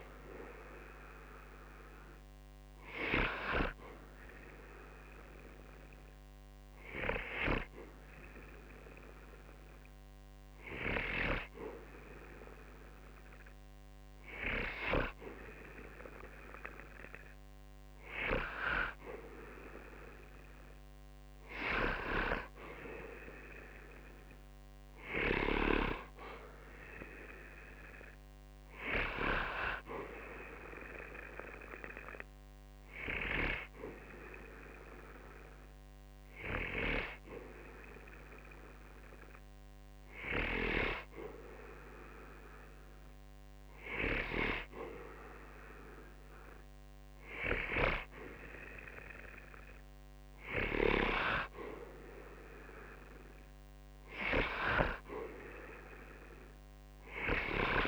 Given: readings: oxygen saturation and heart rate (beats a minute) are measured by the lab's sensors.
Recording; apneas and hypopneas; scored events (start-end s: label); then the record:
breathing in sleep by a microphone on the trachea; 1
5.00-16.50 s: hypopnea (oxygen 94% before, 92% lowest, heart rate 69 before, 60 extreme, up 7 after)
19.00-21.50 s: arousal
From the record:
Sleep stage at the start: N2 (light sleep); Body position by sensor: on the back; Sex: male